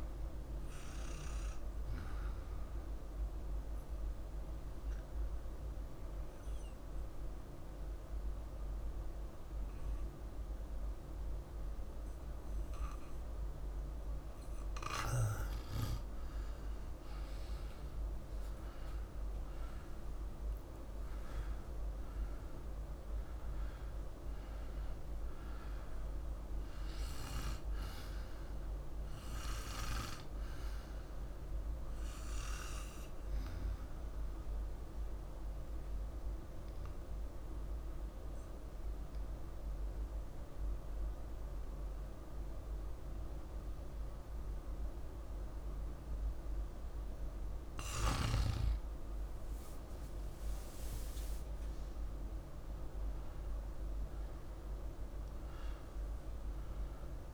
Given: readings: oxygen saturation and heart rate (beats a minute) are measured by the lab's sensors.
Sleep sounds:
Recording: breathing in sleep, hard to hear, by a room microphone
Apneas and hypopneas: 2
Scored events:
3.00-14.50 s: obstructive apnea (oxygen 98% before, 94% lowest, heart rate 53 before, 51 extreme, up 2 after)
17.00-21.00 s: arousal
35.50-47.50 s: obstructive apnea (oxygen 97% before, 94% lowest, heart rate 53 before, 51 extreme, up 2 after)
50.50-55.00 s: arousal
54.00-57.34 s: oxygen desaturation (device-marked, oxygen 98% before, 94% lowest, heart rate 52 before, 51 extreme)
From the record:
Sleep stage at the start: N2 (light sleep)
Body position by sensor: on the back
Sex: male

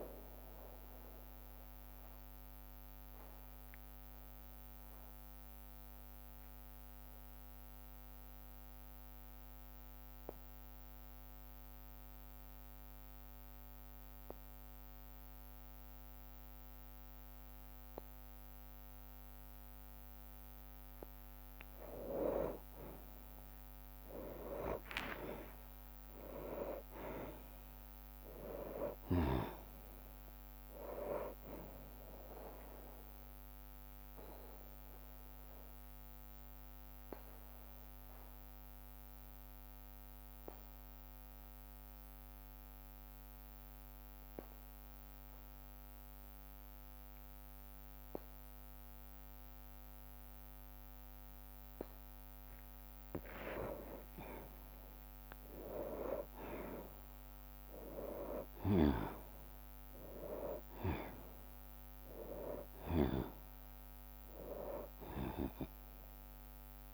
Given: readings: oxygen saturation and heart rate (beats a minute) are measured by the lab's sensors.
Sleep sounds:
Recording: breathing in sleep by a microphone on the trachea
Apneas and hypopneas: 2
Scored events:
0.00-21.50 s: bradycardia (device-marked, heart rate 44 extreme)
0.50-21.50 s: obstructive apnea (oxygen 98% before, 91% lowest, heart rate 53 before, 44 extreme, up 13 after)
4.50-15.50 s: oxygen desaturation (device-marked, oxygen 94% before, 91% lowest, heart rate 52 before, 49 extreme)
23.50-35.50 s: drop in pulse transit time (device-marked, heart rate 50 before, 55 extreme)
24.00-28.00 s: arousal
27.50-51.50 s: oxygen desaturation (device-marked, oxygen 98% before, 91% lowest, heart rate 53 before, 49 extreme)
28.50-34.50 s: bradycardia (device-marked, heart rate 58 before, 56 extreme)
32.50-51.00 s: obstructive apnea (oxygen 98% before, 91% lowest, heart rate 56 before, 49 extreme, up 15 after)
38.50-52.50 s: bradycardia (device-marked, heart rate 58 before, 49 extreme)
46.50-48.50 s: long interval between heartbeats (device-marked, heart rate 58 before, 55 extreme)
53.50-58.00 s: arousal
56.50-66.94 s: drop in pulse transit time (device-marked, heart rate 56 before, 60 extreme)
56.50-66.94 s: oxygen desaturation (device-marked, oxygen 97% before, 91% lowest, heart rate 56 before, 55 extreme)
65.50-66.94 s: long interval between heartbeats (device-marked, heart rate 59 before, 66 extreme)
From the record:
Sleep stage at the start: N2 (light sleep)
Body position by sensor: on the back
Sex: male

